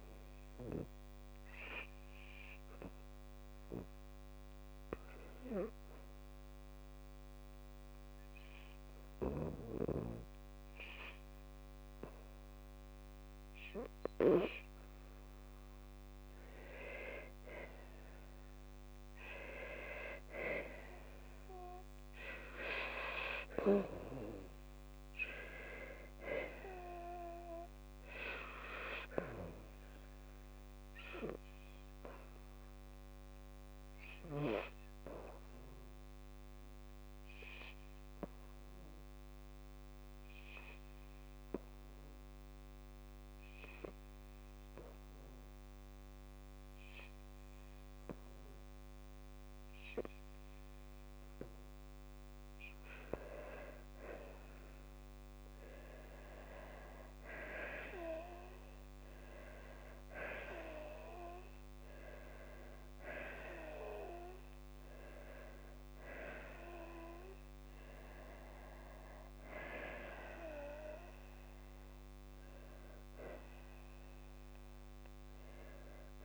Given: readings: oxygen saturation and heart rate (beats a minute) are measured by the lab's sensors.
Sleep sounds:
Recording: breathing in sleep by a microphone on the trachea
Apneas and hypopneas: 2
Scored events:
4.00-15.00 s: oxygen desaturation (device-marked, oxygen 97% before, 94% lowest, heart rate 57 before, 58 extreme)
9.00-22.00 s: obstructive apnea (oxygen 99% before, 93% lowest, heart rate 58 before, 56 extreme, up 1 after)
24.00-28.50 s: arousal
37.50-50.00 s: hypopnea (oxygen 97% before, 93% lowest, heart rate 58 before, 56 extreme, up 4 after)
42.00-53.00 s: oxygen desaturation (device-marked, oxygen 96% before, 93% lowest, heart rate 58 before, 56 extreme)
54.00-57.50 s: arousal
From the record:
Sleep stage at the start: N2 (light sleep)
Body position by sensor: on the back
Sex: female

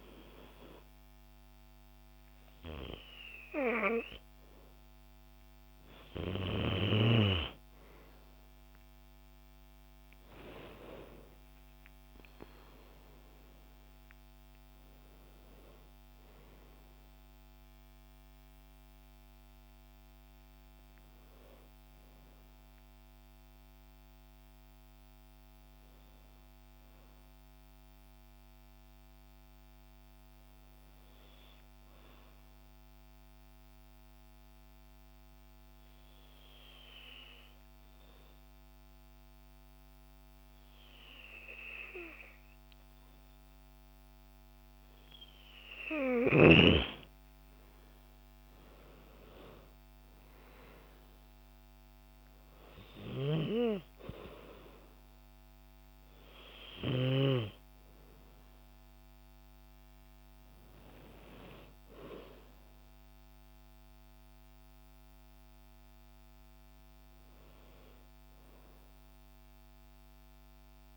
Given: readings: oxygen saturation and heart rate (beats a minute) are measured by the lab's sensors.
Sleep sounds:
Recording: breathing in sleep by a microphone on the trachea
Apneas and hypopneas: 1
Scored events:
0.00-9.00 s: oxygen desaturation (device-marked, oxygen 93% lowest, heart rate 54 extreme)
15.00-29.00 s: oxygen desaturation (device-marked, oxygen 94% before, 89% lowest, heart rate 67 before, 54 extreme)
32.50-44.50 s: obstructive apnea (oxygen 95% before, 90% lowest, heart rate 65 before, 55 extreme, up 37 after)
47.00-50.50 s: arousal
48.00-70.97 s: oxygen desaturation (device-marked, oxygen 97% before, 90% lowest, heart rate 64 before, 53 extreme)
From the record:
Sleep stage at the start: N2 (light sleep)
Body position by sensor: on the back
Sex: female

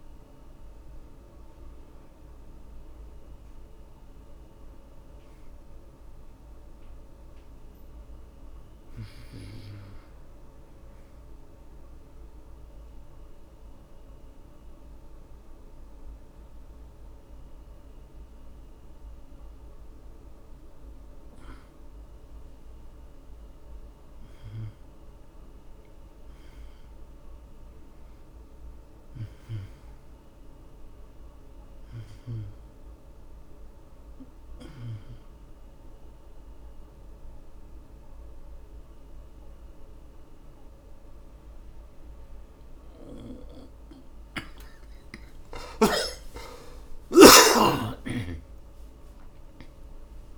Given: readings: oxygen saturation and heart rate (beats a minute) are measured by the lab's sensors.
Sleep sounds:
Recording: breathing in sleep by a room microphone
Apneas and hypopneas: 2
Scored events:
0.00-2.50 s: oxygen desaturation (device-marked, oxygen 83% lowest)
12.50-23.00 s: central apnea (oxygen 94% before, 82% lowest)
14.50-28.50 s: oxygen desaturation (device-marked, oxygen 94% before, 88% lowest)
24.00-28.50 s: arousal
34.50-50.38 s: oxygen desaturation (device-marked, oxygen 90% before, 82% lowest)
36.00-46.00 s: mixed apnea (oxygen 94% before, 82% lowest)
46.50-50.38 s: arousal
From the record:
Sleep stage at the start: N2 (light sleep)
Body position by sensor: on the back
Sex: male

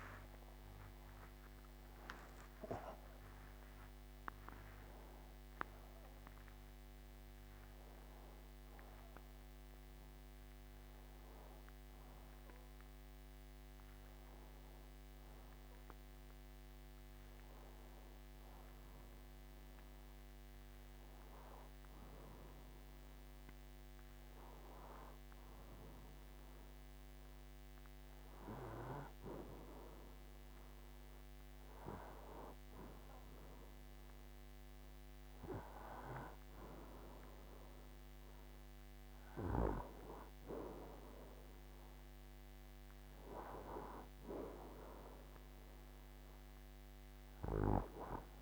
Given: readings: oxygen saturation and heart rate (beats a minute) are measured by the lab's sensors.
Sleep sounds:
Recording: a person partly awake in a sleep study, by a microphone on the trachea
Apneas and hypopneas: none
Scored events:
12.50-48.41 s: new sleep stage, N1 (lightest sleep)
From the record:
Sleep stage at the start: awake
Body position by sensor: on the right side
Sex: male

